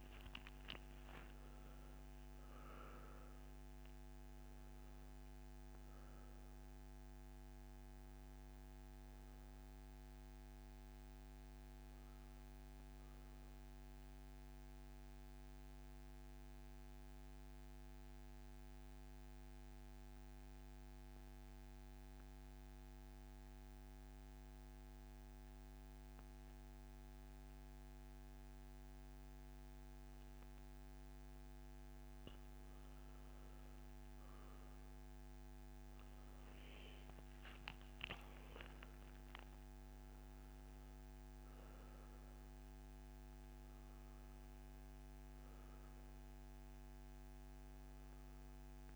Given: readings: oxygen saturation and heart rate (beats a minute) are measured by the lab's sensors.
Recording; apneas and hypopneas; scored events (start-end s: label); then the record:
breathing in sleep, hard to hear, by a microphone on the trachea; 1
0.00-1.00 s: arousal
0.00-17.00 s: oxygen desaturation (device-marked, oxygen 83% lowest, heart rate 60 extreme)
16.00-33.00 s: obstructive apnea (oxygen 97% before, 88% lowest, heart rate 71 before, 60 extreme, up 16 after)
35.00-39.50 s: arousal
35.00-48.95 s: oxygen desaturation (device-marked, oxygen 98% before, 88% lowest, heart rate 67 before, 61 extreme)
From the record:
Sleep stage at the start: N2 (light sleep); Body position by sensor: on the back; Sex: male